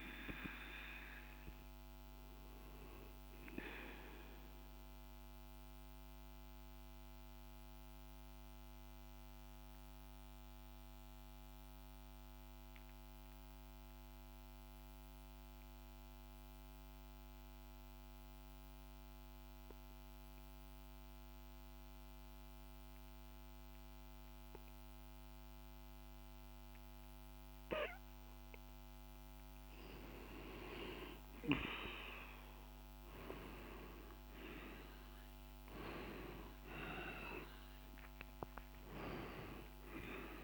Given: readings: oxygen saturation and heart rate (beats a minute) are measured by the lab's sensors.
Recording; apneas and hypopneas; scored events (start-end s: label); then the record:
breathing in sleep by a microphone on the trachea; 1
0.00-7.00 s: oxygen desaturation (device-marked, oxygen 92% lowest, heart rate 50 extreme)
4.00-28.50 s: mixed apnea (oxygen 97% before, 89% lowest, heart rate 54 before, 50 extreme, up 3 after)
26.00-40.43 s: oxygen desaturation (device-marked, oxygen 98% before, 89% lowest, heart rate 51 before, 50 extreme)
32.50-37.00 s: arousal
From the record:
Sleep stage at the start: N2 (light sleep); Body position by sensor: on the back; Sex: male